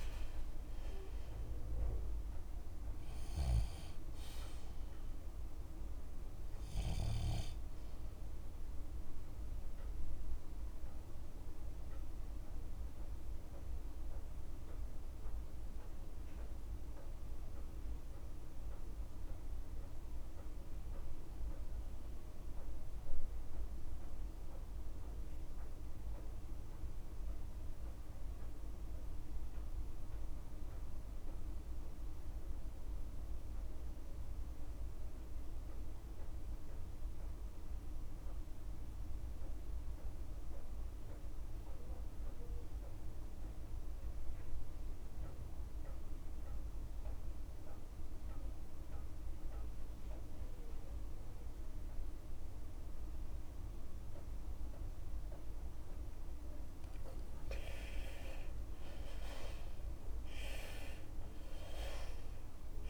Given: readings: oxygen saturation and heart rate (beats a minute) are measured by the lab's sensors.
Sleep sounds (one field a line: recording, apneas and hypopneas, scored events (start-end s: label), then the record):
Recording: breathing in sleep, hard to hear, by a room microphone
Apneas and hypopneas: 1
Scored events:
0.00-29.50 s: oxygen desaturation (device-marked, oxygen 77% lowest)
9.50-11.50 s: long interval between heartbeats (device-marked, heart rate 60 before, 52 extreme)
11.00-55.50 s: obstructive apnea (oxygen 88% before, 77% lowest)
23.50-25.50 s: long interval between heartbeats (device-marked, heart rate 38 before, 28 extreme)
39.00-41.00 s: long interval between heartbeats (device-marked)
46.50-62.90 s: oxygen desaturation (device-marked, oxygen 98% before, 79% lowest)
50.00-52.00 s: long interval between heartbeats (device-marked)
54.50-62.90 s: new sleep stage, N2 (light sleep)
57.50-59.50 s: long interval between heartbeats (device-marked, heart rate 30 before, 41 extreme)
58.00-62.90 s: arousal
60.00-62.00 s: long interval between heartbeats (device-marked, heart rate 32 before, 64 extreme)
From the record:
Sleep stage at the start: REM sleep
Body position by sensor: on the left side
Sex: male